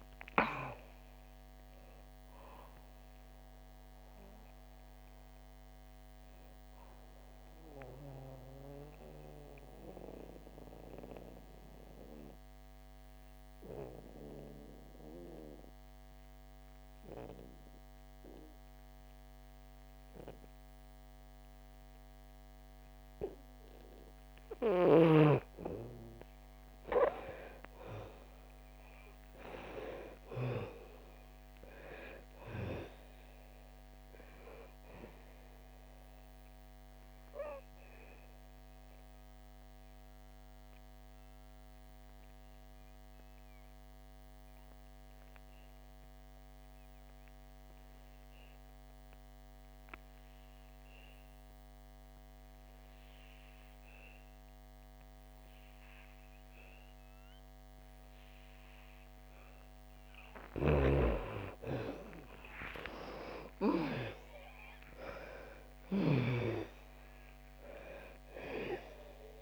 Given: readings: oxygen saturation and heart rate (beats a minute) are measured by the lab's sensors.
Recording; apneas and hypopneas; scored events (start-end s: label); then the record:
breathing in sleep by a microphone on the trachea; 2
0.00-20.00 s: oxygen desaturation (device-marked, oxygen 77% lowest, heart rate 57 extreme)
8.00-23.50 s: obstructive apnea (oxygen 98% before, 77% lowest, heart rate 71 before, 56 extreme, up 28 after)
25.50-31.00 s: arousal
27.00-50.00 s: oxygen desaturation (device-marked, oxygen 98% before, 85% lowest, heart rate 62 before, 56 extreme)
36.50-59.00 s: obstructive apnea (oxygen 98% before, 80% lowest, heart rate 71 before, 56 extreme, up 25 after)
56.00-69.42 s: oxygen desaturation (device-marked, oxygen 97% before, 80% lowest, heart rate 62 before, 56 extreme)
61.50-64.50 s: arousal
From the record:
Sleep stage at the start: N2 (light sleep); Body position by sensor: on the back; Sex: female